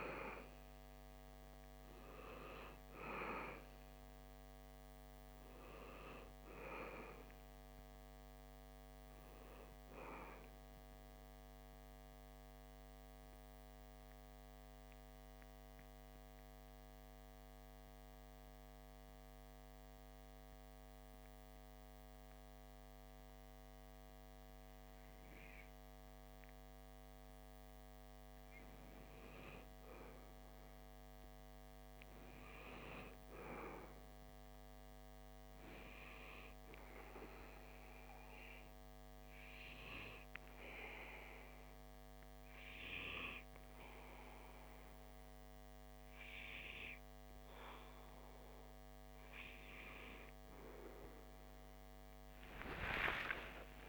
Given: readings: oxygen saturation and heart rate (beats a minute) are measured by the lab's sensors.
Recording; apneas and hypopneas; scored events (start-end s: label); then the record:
breathing in sleep by a microphone on the trachea; 2
9.50-24.00 s: central apnea (oxygen 98% before, 95% lowest, heart rate 51 before, 39 extreme, up 17 after)
15.00-53.89 s: new sleep stage, N2 (light sleep)
27.00-30.50 s: arousal
37.50-49.00 s: hypopnea (oxygen 98% before, 94% lowest, heart rate 57 before, 25 extreme, up 1 after)
51.50-53.89 s: arousal
From the record:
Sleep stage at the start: N1 (lightest sleep); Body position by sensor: on the back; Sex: male